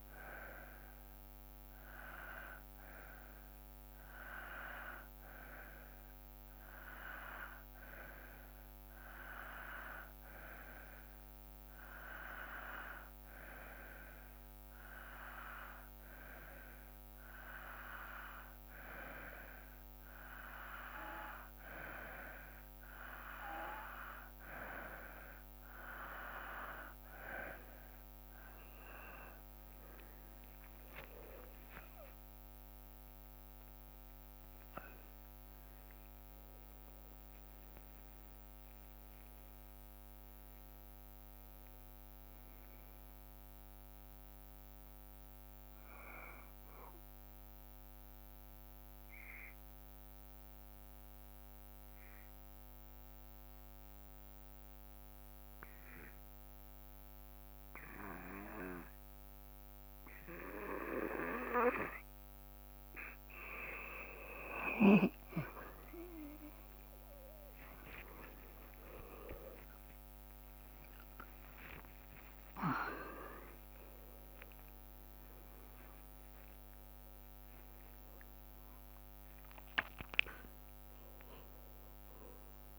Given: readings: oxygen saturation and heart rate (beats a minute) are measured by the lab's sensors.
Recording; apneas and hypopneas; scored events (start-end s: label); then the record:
breathing in sleep by a microphone on the trachea; 1
26.00-39.00 s: drop in pulse transit time (device-marked, heart rate 57 before, 59 extreme)
31.00-35.00 s: arousal
46.00-61.50 s: obstructive apnea (oxygen 94% before, 88% lowest, heart rate 60 before, 54 extreme, up 38 after)
63.00-78.00 s: oxygen desaturation (device-marked, oxygen 96% before, 89% lowest, heart rate 56 before, 56 extreme)
66.00-68.00 s: drop in pulse transit time (device-marked, heart rate 57 before, 68 extreme)
66.50-68.50 s: long interval between heartbeats (device-marked, heart rate 57 before, 68 extreme)
66.50-72.50 s: arousal
68.00-75.00 s: tachycardia (device-marked, heart rate 58 before, 130 extreme)
69.00-71.00 s: long interval between heartbeats (device-marked, heart rate 59 before, 92 extreme)
72.00-74.00 s: long interval between heartbeats (device-marked, heart rate 66 before, 125 extreme)
From the record:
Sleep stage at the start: N2 (light sleep); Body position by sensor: on the back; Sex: male